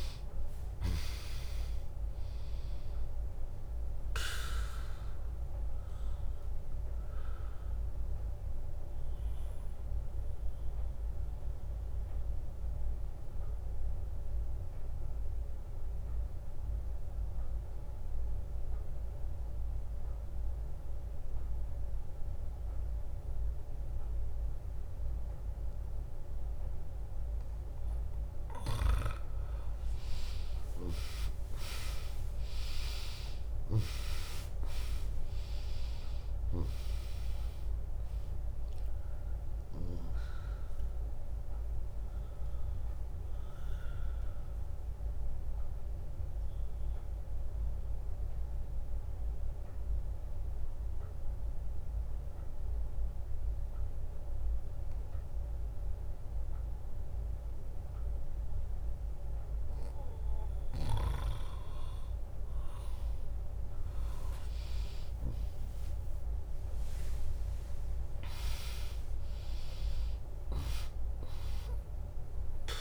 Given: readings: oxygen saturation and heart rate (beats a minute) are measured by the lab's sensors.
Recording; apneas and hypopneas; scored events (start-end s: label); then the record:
breathing in sleep by a room microphone; 2
0.00-12.50 s: drop in pulse transit time (device-marked, heart rate 64 extreme)
2.50-17.50 s: oxygen desaturation (device-marked, oxygen 99% before, 95% lowest, heart rate 70 before, 58 extreme)
6.50-28.50 s: mixed apnea (oxygen 99% before, 95% lowest, heart rate 69 before, 58 extreme, up 1 after)
30.00-34.50 s: arousal
33.50-44.50 s: drop in pulse transit time (device-marked, heart rate 72 before, 62 extreme)
34.50-53.50 s: oxygen desaturation (device-marked, oxygen 100% before, 96% lowest, heart rate 71 before, 58 extreme)
43.50-60.50 s: obstructive apnea (oxygen 100% before, 96% lowest, heart rate 69 before, 58 extreme)
60.50-62.50 s: bradycardia (device-marked, heart rate 74 before, 65 extreme)
64.50-69.00 s: arousal
69.50-72.81 s: drop in pulse transit time (device-marked, heart rate 73 before, 74 extreme)
From the record:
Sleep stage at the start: N2 (light sleep); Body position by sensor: on the back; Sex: female